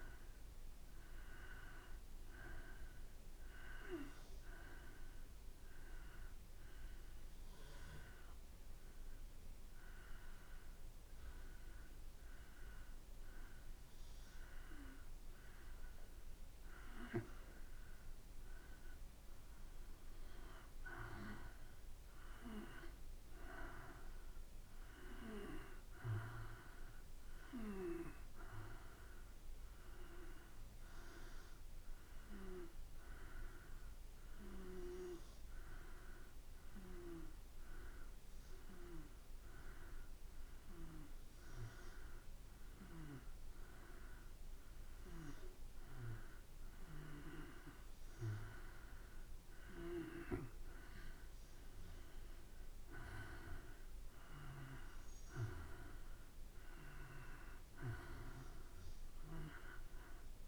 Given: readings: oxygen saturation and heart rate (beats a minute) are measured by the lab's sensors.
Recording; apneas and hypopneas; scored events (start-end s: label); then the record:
breathing in sleep by a room microphone; 2
5.00-18.50 s: hypopnea (oxygen 95% before, 91% lowest, heart rate 56 before, 55 extreme, up 3 after)
21.00-25.00 s: arousal
24.00-37.00 s: oxygen desaturation (device-marked, oxygen 94% before, 91% lowest, heart rate 56 before, 56 extreme)
32.00-48.00 s: hypopnea (oxygen 94% before, 91% lowest, heart rate 56 before, 54 extreme, up 2 after)
52.50-57.00 s: arousal
From the record:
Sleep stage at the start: N2 (light sleep); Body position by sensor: on the back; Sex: male